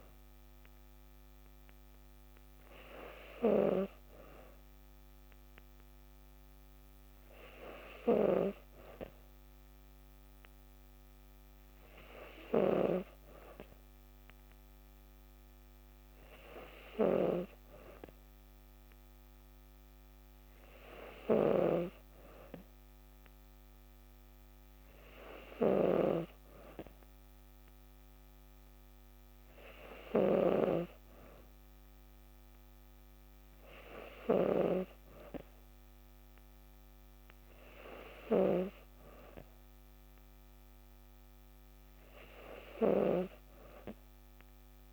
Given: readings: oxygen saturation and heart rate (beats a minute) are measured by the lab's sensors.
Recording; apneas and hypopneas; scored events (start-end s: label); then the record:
breathing in sleep by a microphone on the trachea; none
8.00-35.00 s: snoring (device-marked)
From the record:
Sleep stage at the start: N2 (light sleep); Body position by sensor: on the back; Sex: female